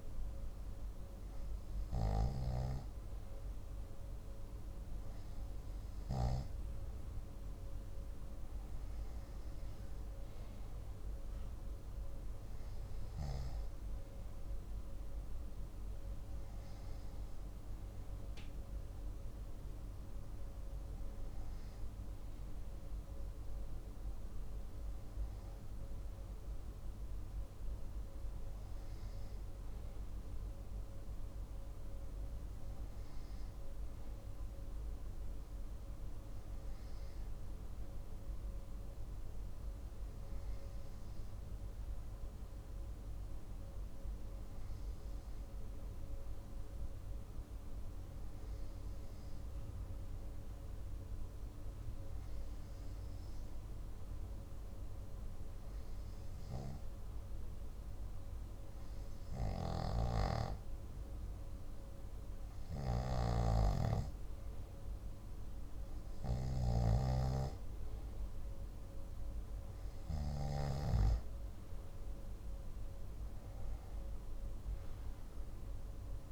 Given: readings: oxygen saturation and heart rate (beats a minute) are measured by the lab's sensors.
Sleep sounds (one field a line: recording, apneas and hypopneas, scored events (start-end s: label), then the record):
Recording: breathing in sleep by a room microphone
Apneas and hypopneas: 1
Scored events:
0.00-2.50 s: arousal
39.50-63.50 s: hypopnea (oxygen 96% before, 94% lowest, heart rate 55 before, 53 extreme, up 6 after)
67.00-70.50 s: arousal
From the record:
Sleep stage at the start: N2 (light sleep)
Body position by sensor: on the back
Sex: male